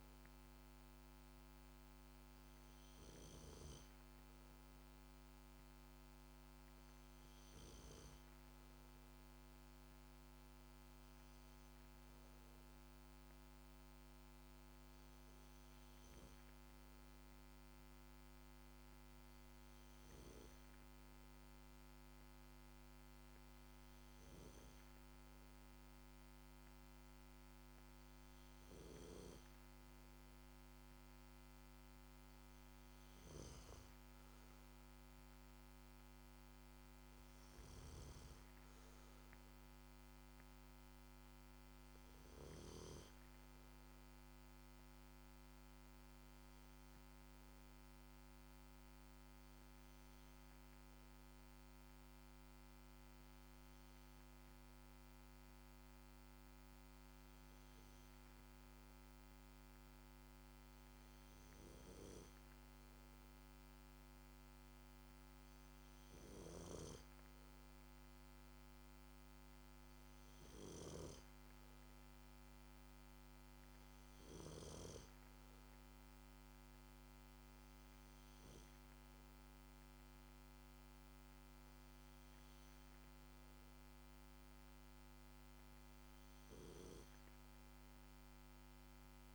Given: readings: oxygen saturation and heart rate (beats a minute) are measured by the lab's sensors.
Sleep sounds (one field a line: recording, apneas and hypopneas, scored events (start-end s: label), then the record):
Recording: breathing in sleep, hard to hear, by a microphone on the trachea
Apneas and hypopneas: none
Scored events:
70.50-74.50 s: snoring (device-marked)
From the record:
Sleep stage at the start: N2 (light sleep)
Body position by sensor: on the back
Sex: male